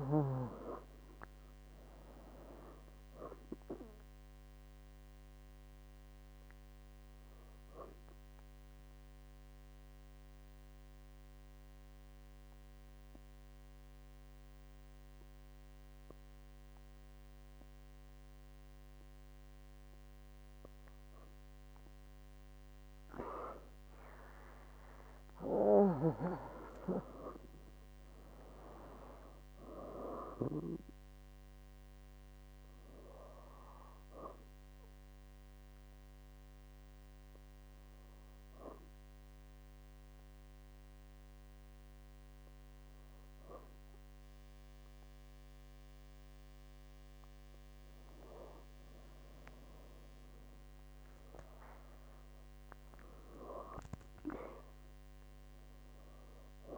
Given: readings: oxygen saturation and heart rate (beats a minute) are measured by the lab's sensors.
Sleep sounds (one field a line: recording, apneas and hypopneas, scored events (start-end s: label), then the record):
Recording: breathing in sleep by a microphone on the trachea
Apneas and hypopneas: 2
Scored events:
0.00-1.50 s: arousal
9.50-21.00 s: obstructive apnea (oxygen 99% before, 97% lowest, heart rate 66 before, 62 extreme, up 7 after)
24.00-27.50 s: arousal
34.50-47.50 s: hypopnea (oxygen 98% before, 97% lowest, heart rate 66 before, 60 extreme, up 9 after)
49.50-53.00 s: arousal
From the record:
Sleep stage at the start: N2 (light sleep)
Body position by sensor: on the back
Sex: female